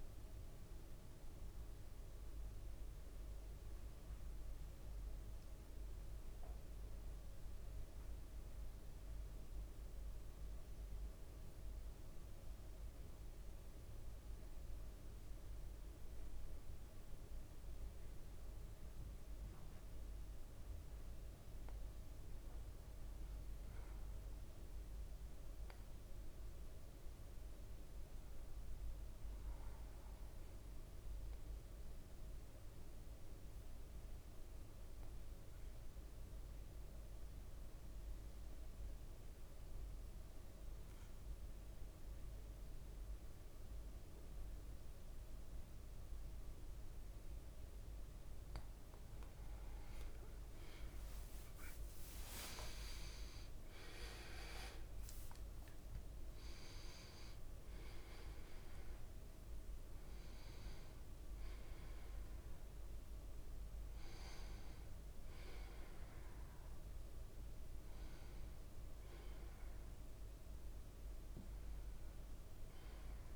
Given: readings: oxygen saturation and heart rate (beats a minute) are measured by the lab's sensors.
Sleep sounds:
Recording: breathing in sleep, hard to hear, by a room microphone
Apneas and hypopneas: 2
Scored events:
2.00-19.50 s: central apnea (oxygen 100% before, 93% lowest, heart rate 58 before, 55 extreme, up 3 after)
22.00-26.50 s: arousal
26.50-43.50 s: oxygen desaturation (device-marked, oxygen 99% before, 96% lowest, heart rate 56 before, 56 extreme)
31.50-47.50 s: central apnea (oxygen 100% before, 93% lowest, heart rate 57 before, 56 extreme, up 5 after)
49.50-51.50 s: leg movement (device-marked)
51.00-56.00 s: arousal
52.00-54.00 s: leg movement (device-marked)
54.50-73.36 s: oxygen desaturation (device-marked, oxygen 97% before, 93% lowest, heart rate 57 before, 55 extreme)
From the record:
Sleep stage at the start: N2 (light sleep)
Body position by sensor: on the back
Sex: male

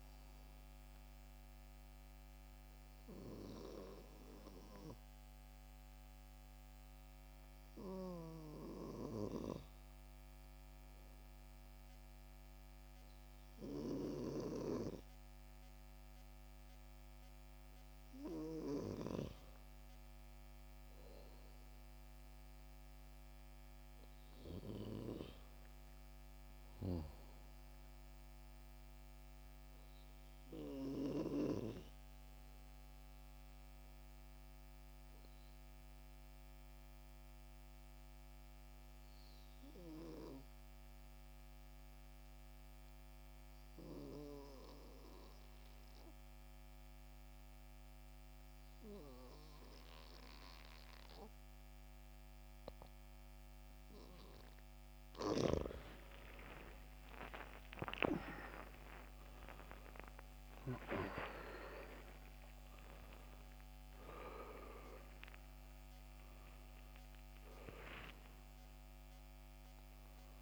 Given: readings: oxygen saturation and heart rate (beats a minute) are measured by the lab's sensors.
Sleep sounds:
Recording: breathing in sleep by a microphone on the trachea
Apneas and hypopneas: 1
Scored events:
0.00-16.50 s: oxygen desaturation (device-marked, oxygen 86% lowest, heart rate 69 extreme)
33.50-54.50 s: obstructive apnea (oxygen 88% before, 78% lowest, heart rate 73 before, 65 extreme, up 17 after)
56.00-60.00 s: arousal
61.50-70.42 s: oxygen desaturation (device-marked, oxygen 90% before, 78% lowest, heart rate 68 before, 69 extreme)
From the record:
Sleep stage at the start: N2 (light sleep)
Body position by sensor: on the back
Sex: male

